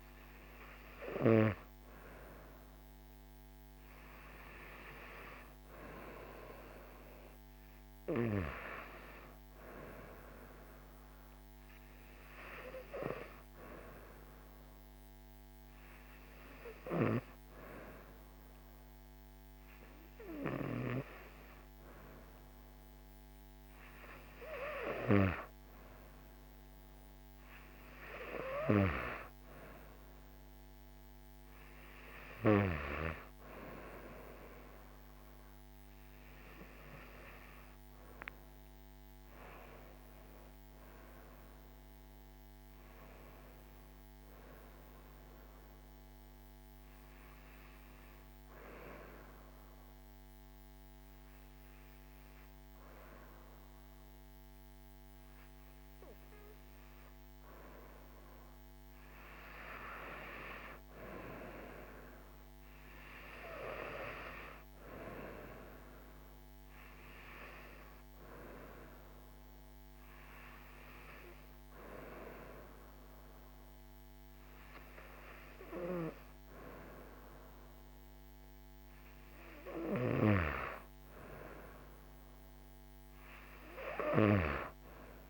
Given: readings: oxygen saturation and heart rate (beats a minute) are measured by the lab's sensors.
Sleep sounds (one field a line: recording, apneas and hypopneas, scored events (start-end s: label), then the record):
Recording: breathing in sleep by a microphone on the trachea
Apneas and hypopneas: 1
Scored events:
39.50-44.00 s: arousal
46.00-59.00 s: obstructive apnea (oxygen 97% before, 95% lowest, heart rate 74 before, 67 extreme, up 2 after)
62.00-65.50 s: arousal
From the record:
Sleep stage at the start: N2 (light sleep)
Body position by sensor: on the right side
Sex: female